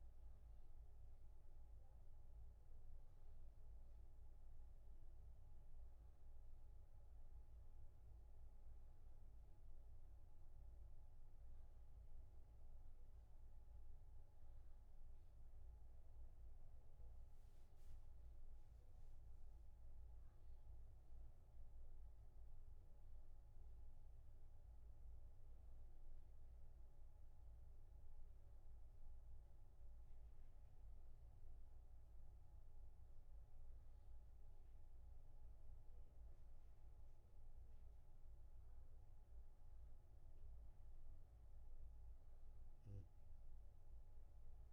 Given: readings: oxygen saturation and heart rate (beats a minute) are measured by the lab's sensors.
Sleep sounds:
a person awake in a sleep study, hard to hear, by a room microphone; none
none scored
From the record:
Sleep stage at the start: awake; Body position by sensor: on the back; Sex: male

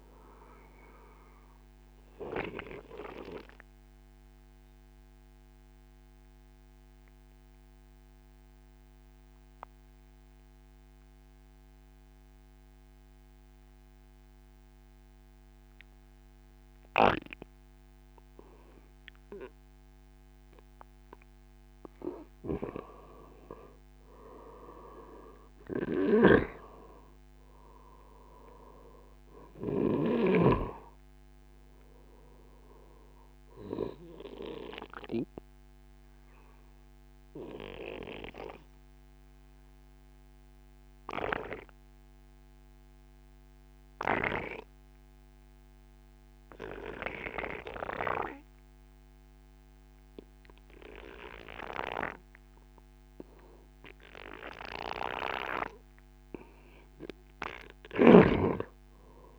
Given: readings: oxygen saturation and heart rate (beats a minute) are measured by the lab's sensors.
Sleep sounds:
breathing in sleep by a microphone on the trachea; 2
2.00-21.50 s: obstructive apnea (oxygen 97% before, 91% lowest, heart rate 71 before, 60 extreme, up 2 after)
24.00-27.00 s: arousal
26.00-30.50 s: snoring (device-marked)
32.50-55.00 s: obstructive apnea (oxygen 96% before, 91% lowest, heart rate 77 before, 57 extreme, up 19 after)
58.00-59.39 s: arousal
From the record:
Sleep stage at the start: N2 (light sleep); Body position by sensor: on the right side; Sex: male

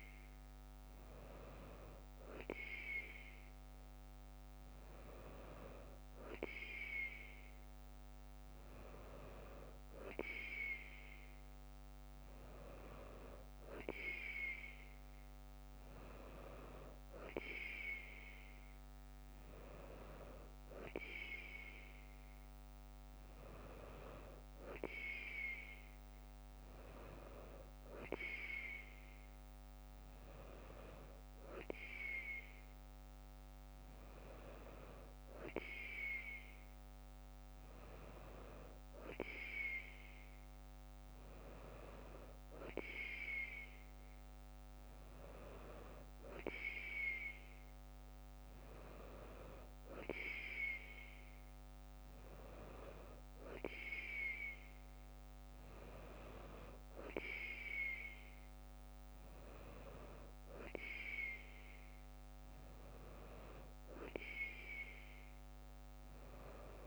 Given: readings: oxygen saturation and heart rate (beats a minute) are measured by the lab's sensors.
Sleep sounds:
breathing in sleep by a microphone on the trachea; none
none scored
From the record:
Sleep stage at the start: N2 (light sleep); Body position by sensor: on the right side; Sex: female

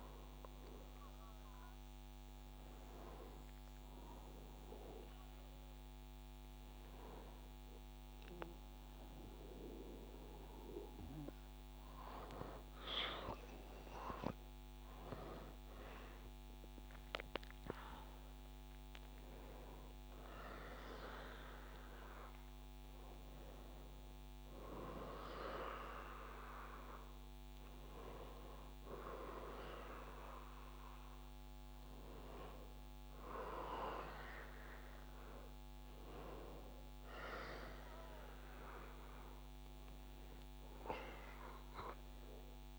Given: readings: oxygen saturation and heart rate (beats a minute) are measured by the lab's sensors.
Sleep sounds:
a person awake in a sleep study, by a microphone on the trachea; none
none scored
From the record:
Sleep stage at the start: awake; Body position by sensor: on the back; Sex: male

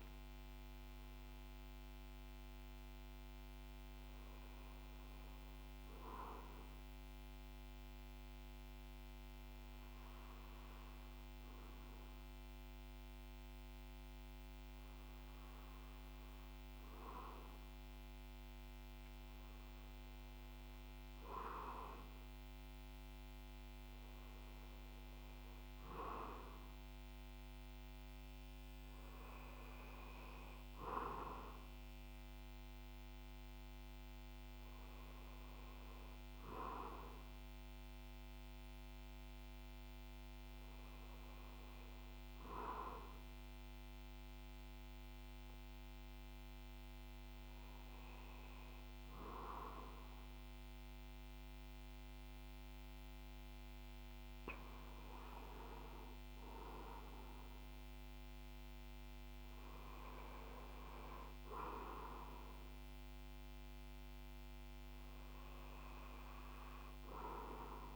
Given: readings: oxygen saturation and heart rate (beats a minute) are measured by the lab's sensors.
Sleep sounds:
breathing in sleep by a microphone on the trachea; none
none scored
From the record:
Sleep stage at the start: REM sleep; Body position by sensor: on the back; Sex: male

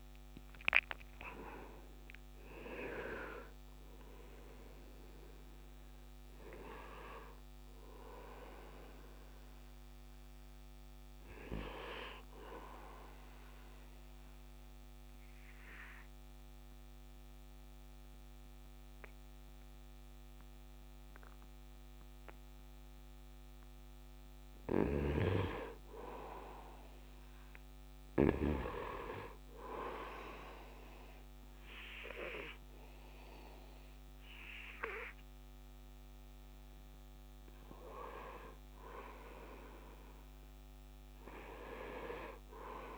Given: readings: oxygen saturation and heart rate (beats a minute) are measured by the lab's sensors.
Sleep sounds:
breathing in sleep by a microphone on the trachea; 1
2.00-19.00 s: oxygen desaturation (device-marked, oxygen 98% before, 88% lowest, heart rate 78 before, 73 extreme)
14.00-25.50 s: obstructive apnea (oxygen 98% before, 86% lowest, heart rate 80 before, 74 extreme, up 7 after)
25.00-28.50 s: snoring (device-marked)
27.00-31.00 s: arousal
29.00-42.98 s: oxygen desaturation (device-marked, oxygen 99% before, 91% lowest, heart rate 74 before, 76 extreme)
From the record:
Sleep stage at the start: N2 (light sleep); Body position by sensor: on the right side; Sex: male

